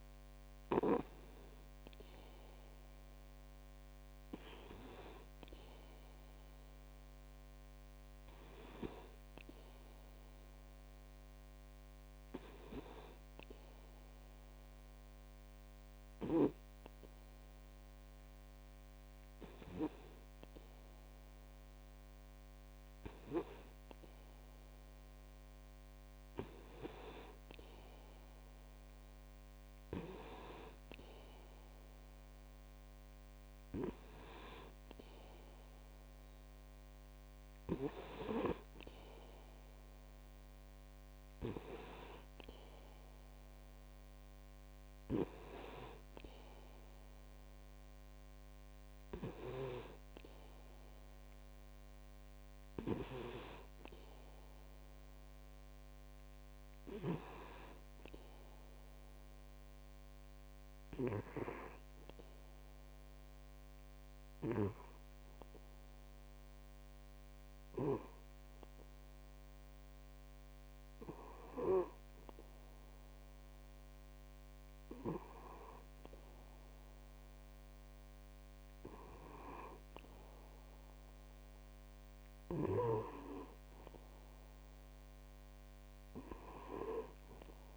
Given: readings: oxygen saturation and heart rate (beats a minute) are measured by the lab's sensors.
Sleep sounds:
breathing in sleep by a microphone on the trachea; 1
60.00-72.50 s: hypopnea (oxygen 97% before, 96% lowest, heart rate 56 before, 48 extreme, up 7 after)
73.00-77.00 s: arousal
From the record:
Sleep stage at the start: N2 (light sleep); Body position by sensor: on the back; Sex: male

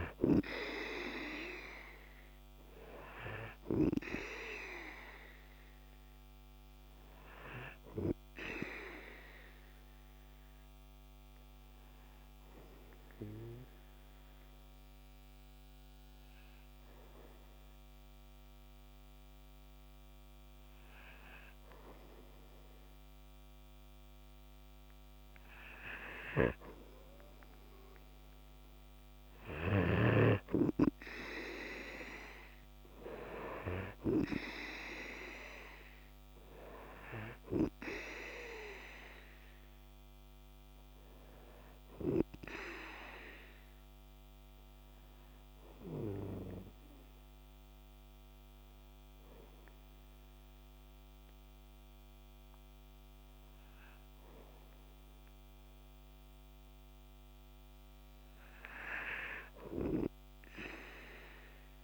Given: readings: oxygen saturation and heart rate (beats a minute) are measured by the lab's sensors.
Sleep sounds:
breathing in sleep by a microphone on the trachea; 2
0.00-1.00 s: arousal
0.00-1.50 s: oxygen desaturation (device-marked, oxygen 92% lowest, heart rate 49 extreme)
0.00-4.50 s: snoring (device-marked)
9.00-25.00 s: hypopnea (oxygen 96% before, 91% lowest, heart rate 52 before, 49 extreme, up 4 after)
23.50-33.50 s: oxygen desaturation (device-marked, oxygen 96% before, 91% lowest, heart rate 51 before, 49 extreme)
26.50-30.50 s: snoring (device-marked)
28.50-33.00 s: arousal
43.00-56.50 s: hypopnea (oxygen 96% before, 92% lowest, heart rate 52 before, 48 extreme, up 2 after)
57.50-61.84 s: oxygen desaturation (device-marked, oxygen 96% before, 93% lowest, heart rate 51 before, 51 extreme)
From the record:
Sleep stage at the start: N2 (light sleep); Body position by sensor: on the right side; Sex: male

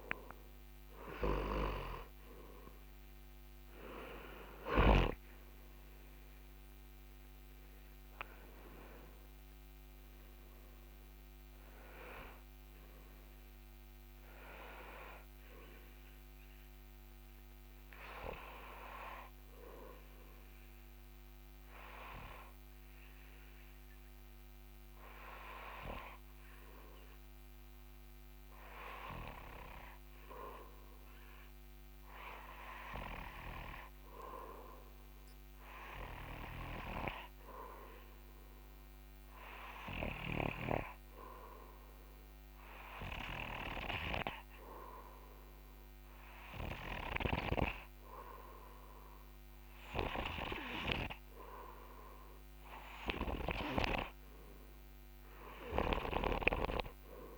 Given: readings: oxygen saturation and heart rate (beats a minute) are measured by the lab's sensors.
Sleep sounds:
breathing in sleep by a microphone on the trachea; 1
22.50-53.00 s: hypopnea (oxygen 93% before, 90% lowest)
37.00-54.50 s: snoring (device-marked)
56.00-57.38 s: arousal
From the record:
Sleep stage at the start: N2 (light sleep); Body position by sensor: on the front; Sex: male

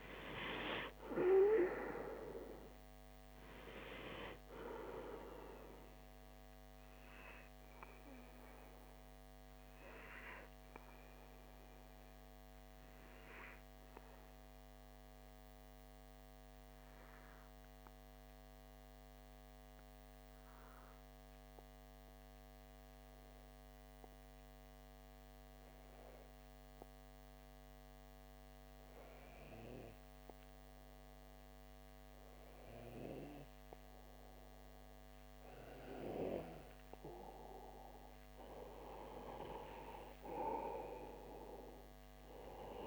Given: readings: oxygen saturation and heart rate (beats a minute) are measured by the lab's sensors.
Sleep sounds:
breathing in sleep by a microphone on the trachea; 1
0.00-10.50 s: oxygen desaturation (device-marked, oxygen 94% lowest)
5.00-33.50 s: obstructive apnea (oxygen 98% before, 93% lowest)
36.00-41.00 s: arousal
36.50-42.87 s: oxygen desaturation (device-marked, oxygen 97% before, 93% lowest)
From the record:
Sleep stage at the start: N2 (light sleep); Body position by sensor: on the back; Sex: male

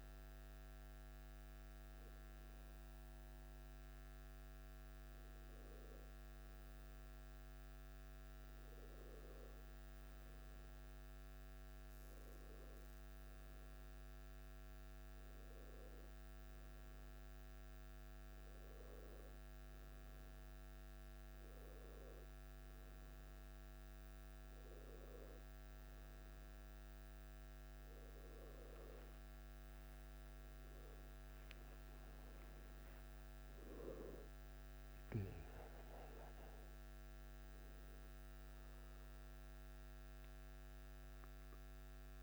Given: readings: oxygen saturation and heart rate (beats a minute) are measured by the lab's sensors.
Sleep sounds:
breathing in sleep, hard to hear, by a microphone on the trachea; none
none scored
From the record:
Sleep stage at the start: N1 (lightest sleep); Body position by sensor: on the back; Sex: male

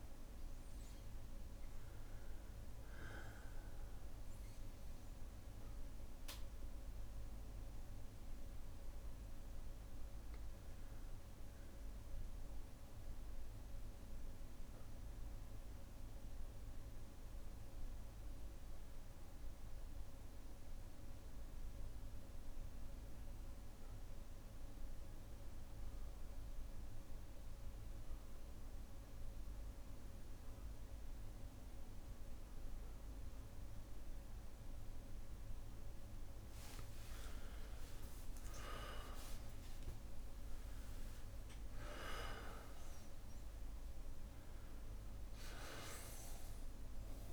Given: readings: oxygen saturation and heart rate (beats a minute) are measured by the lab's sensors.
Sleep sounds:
breathing in sleep, hard to hear, by a room microphone; 1
0.00-23.50 s: oxygen desaturation (device-marked, oxygen 93% lowest, heart rate 56 extreme)
2.50-32.50 s: bradycardia (device-marked, heart rate 61 before, 56 extreme)
15.00-34.50 s: obstructive apnea (oxygen 99% before, 93% lowest, heart rate 60 before, 55 extreme, up 24 after)
36.50-40.00 s: arousal
37.00-39.00 s: long interval between heartbeats (device-marked, heart rate 57 before, 77 extreme)
From the record:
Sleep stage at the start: N2 (light sleep); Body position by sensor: on the back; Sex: male

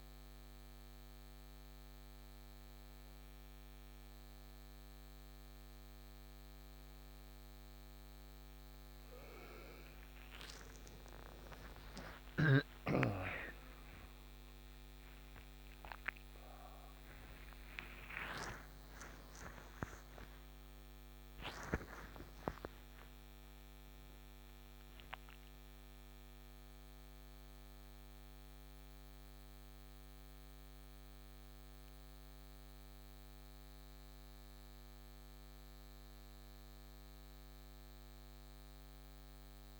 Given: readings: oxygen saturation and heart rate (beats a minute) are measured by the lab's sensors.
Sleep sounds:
a person awake in a sleep study, by a microphone on the trachea; none
none scored
From the record:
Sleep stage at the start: awake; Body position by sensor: on the right side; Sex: male

